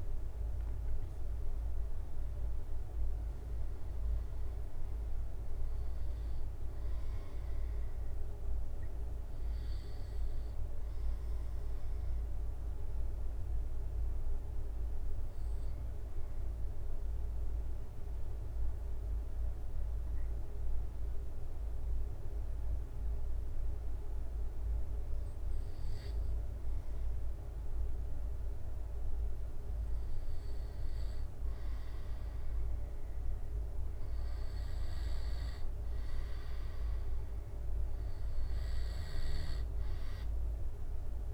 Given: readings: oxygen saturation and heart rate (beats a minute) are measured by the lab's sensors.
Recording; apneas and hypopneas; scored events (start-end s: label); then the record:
breathing in sleep, hard to hear, by a room microphone; 1
0.00-3.00 s: arousal
10.00-30.00 s: obstructive apnea (oxygen 96% before, 93% lowest, heart rate 71 before, 66 extreme, up 0 after)
33.00-35.50 s: arousal
33.00-41.34 s: oxygen desaturation (device-marked, oxygen 97% before, 93% lowest, heart rate 67 before, 65 extreme)
From the record:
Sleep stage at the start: N2 (light sleep); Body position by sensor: on the back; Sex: male